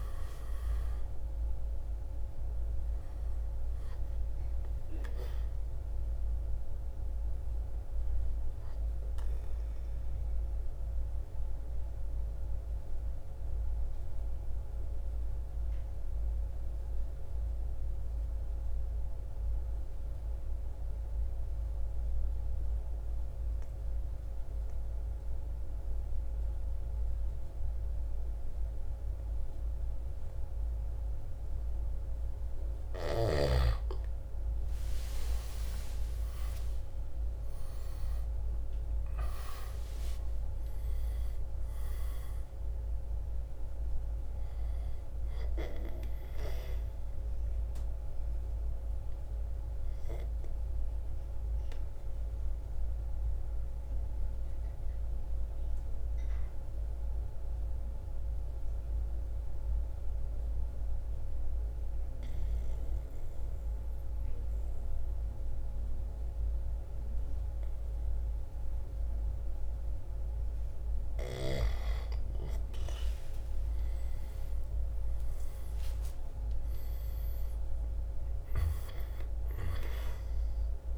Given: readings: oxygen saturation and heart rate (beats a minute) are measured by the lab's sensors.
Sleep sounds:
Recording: breathing in sleep by a room microphone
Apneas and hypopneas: 2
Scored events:
0.00-14.00 s: oxygen desaturation (device-marked, oxygen 97% before, 92% lowest, heart rate 54 before, 50 extreme)
0.00-15.00 s: drop in pulse transit time (device-marked, heart rate 50 extreme)
8.00-31.00 s: obstructive apnea (oxygen 97% before, 85% lowest, heart rate 57 before, 50 extreme, up 6 after)
21.00-31.00 s: oxygen desaturation (device-marked, oxygen 93% before, 89% lowest, heart rate 55 before, 52 extreme)
34.50-39.50 s: arousal
38.00-65.00 s: oxygen desaturation (device-marked, oxygen 97% before, 85% lowest, heart rate 54 before, 52 extreme)
39.00-49.00 s: drop in pulse transit time (device-marked, heart rate 54 before, 57 extreme)
50.00-69.00 s: obstructive apnea (oxygen 97% before, 85% lowest, heart rate 58 before, 49 extreme, up 7 after)
71.50-76.50 s: arousal
75.00-80.98 s: oxygen desaturation (device-marked, oxygen 98% before, 88% lowest, heart rate 55 before, 49 extreme)
77.00-80.98 s: drop in pulse transit time (device-marked, heart rate 56 before, 54 extreme)
From the record:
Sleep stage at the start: N2 (light sleep)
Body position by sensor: on the back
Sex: male

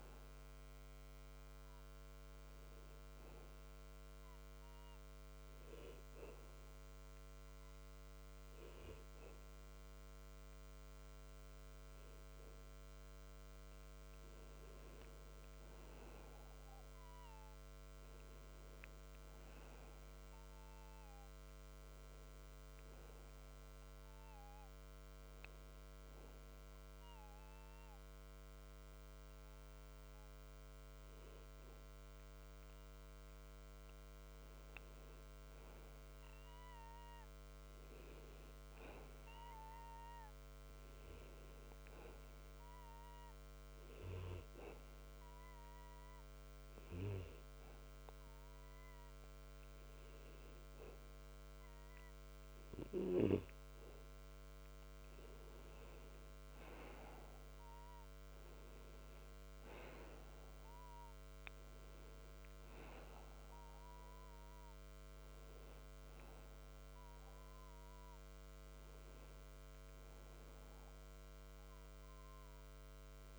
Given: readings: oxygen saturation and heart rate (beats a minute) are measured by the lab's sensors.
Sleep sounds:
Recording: breathing in sleep by a microphone on the trachea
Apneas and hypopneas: 3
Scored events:
4.00-14.50 s: obstructive apnea (oxygen 98% before, 91% lowest)
18.00-21.50 s: arousal
25.00-35.50 s: obstructive apnea (oxygen 97% before, 91% lowest)
37.50-40.50 s: arousal
43.00-53.50 s: hypopnea (oxygen 96% before, 91% lowest)
56.50-60.50 s: arousal
62.00-73.39 s: oxygen desaturation (device-marked, oxygen 95% before, 91% lowest)
From the record:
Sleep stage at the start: N2 (light sleep)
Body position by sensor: on the back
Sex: male

